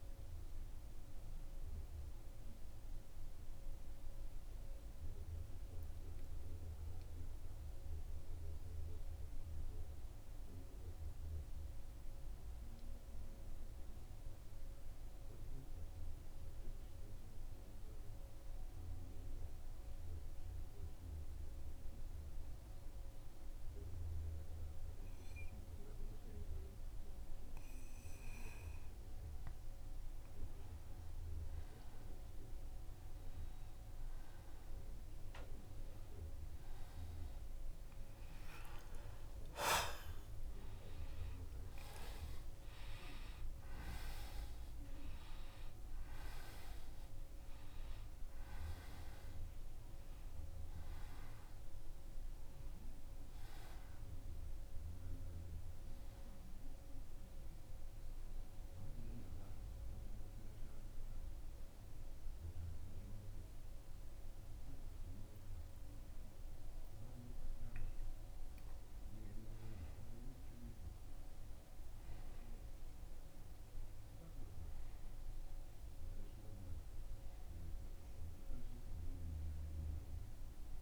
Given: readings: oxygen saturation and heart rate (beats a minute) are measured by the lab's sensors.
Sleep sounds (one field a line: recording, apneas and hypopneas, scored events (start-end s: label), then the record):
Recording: breathing in sleep by a room microphone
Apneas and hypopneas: 2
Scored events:
0.00-17.50 s: oxygen desaturation (device-marked, oxygen 90% lowest, heart rate 79 extreme)
3.50-29.50 s: central apnea (oxygen 97% before, 90% lowest, heart rate 80 before, 78 extreme, up 0 after)
10.50-40.50 s: new sleep stage, N2 (light sleep)
31.50-36.00 s: arousal
40.50-80.82 s: new sleep stage, N1 (lightest sleep)
56.00-67.00 s: hypopnea (oxygen 96% before, 89% lowest, heart rate 80 before, 78 extreme, up 2 after)
68.00-71.50 s: arousal
68.50-80.82 s: oxygen desaturation (device-marked, oxygen 96% before, 89% lowest, heart rate 81 before, 78 extreme)
From the record:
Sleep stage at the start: N1 (lightest sleep)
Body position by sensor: on the back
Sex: male